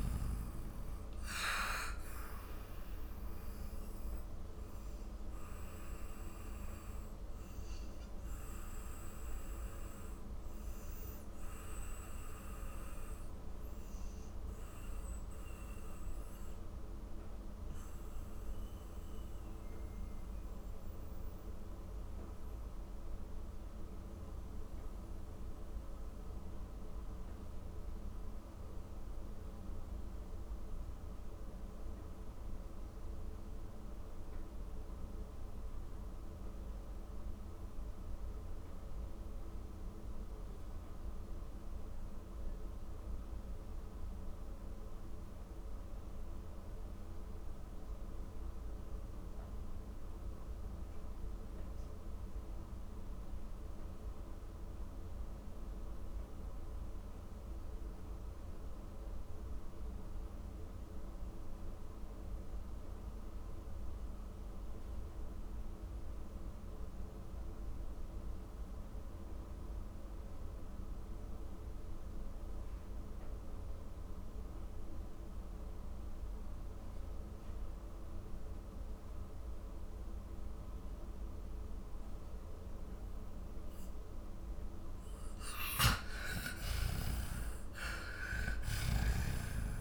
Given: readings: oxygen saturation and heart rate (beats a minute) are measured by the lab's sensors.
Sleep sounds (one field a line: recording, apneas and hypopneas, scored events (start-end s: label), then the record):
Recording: breathing in sleep by a room microphone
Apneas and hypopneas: 1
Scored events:
0.00-33.50 s: oxygen desaturation (device-marked, oxygen 81% lowest, heart rate 45 extreme)
2.00-85.50 s: mixed apnea (oxygen 97% before, 79% lowest, heart rate 63 before, 39 extreme, up 27 after)
59.50-89.81 s: oxygen desaturation (device-marked, oxygen 99% before, 82% lowest, heart rate 49 before, 39 extreme)
85.50-89.00 s: snoring (device-marked)
86.00-89.81 s: arousal
From the record:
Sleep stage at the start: N2 (light sleep)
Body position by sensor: on the back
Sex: male